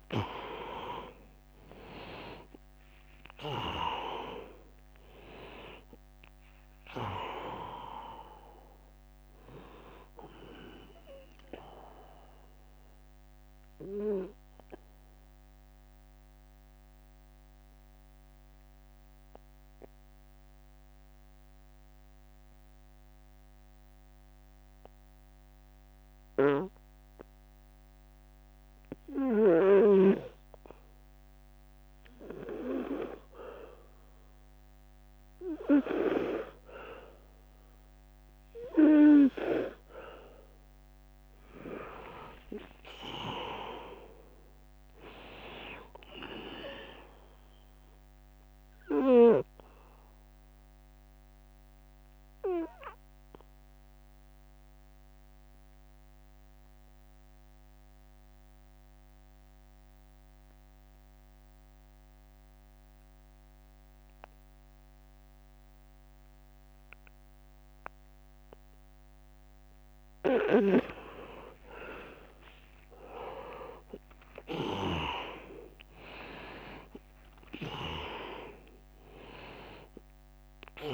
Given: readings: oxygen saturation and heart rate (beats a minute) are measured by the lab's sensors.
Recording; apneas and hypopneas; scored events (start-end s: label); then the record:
breathing in sleep by a microphone on the trachea; 2
0.00-2.00 s: arousal
0.00-11.50 s: drop in pulse transit time (device-marked, heart rate 84 extreme)
0.00-24.50 s: oxygen desaturation (device-marked, oxygen 77% lowest, heart rate 74 extreme)
12.50-30.00 s: mixed apnea (oxygen 100% before, 77% lowest, heart rate 89 before, 74 extreme, up 8 after)
27.50-29.50 s: long interval between heartbeats (device-marked, heart rate 80 before, 77 extreme)
37.50-42.00 s: arousal
39.00-41.00 s: long interval between heartbeats (device-marked, heart rate 77 before, 76 extreme)
39.50-54.50 s: drop in pulse transit time (device-marked, heart rate 77 before, 75 extreme)
43.50-63.50 s: oxygen desaturation (device-marked, oxygen 100% before, 89% lowest, heart rate 78 before, 67 extreme)
48.00-69.00 s: obstructive apnea (oxygen 100% before, 82% lowest, heart rate 78 before, 67 extreme, up 12 after)
56.50-58.50 s: long interval between heartbeats (device-marked, heart rate 81 before, 76 extreme)
68.00-70.00 s: long interval between heartbeats (device-marked, heart rate 79 before, 74 extreme)
71.00-76.00 s: arousal
74.50-80.94 s: drop in pulse transit time (device-marked, heart rate 74 before, 70 extreme)
77.50-80.94 s: oxygen desaturation (device-marked, oxygen 98% before, 82% lowest, heart rate 74 before, 70 extreme)
From the record:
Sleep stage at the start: N2 (light sleep); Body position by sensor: on the back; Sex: male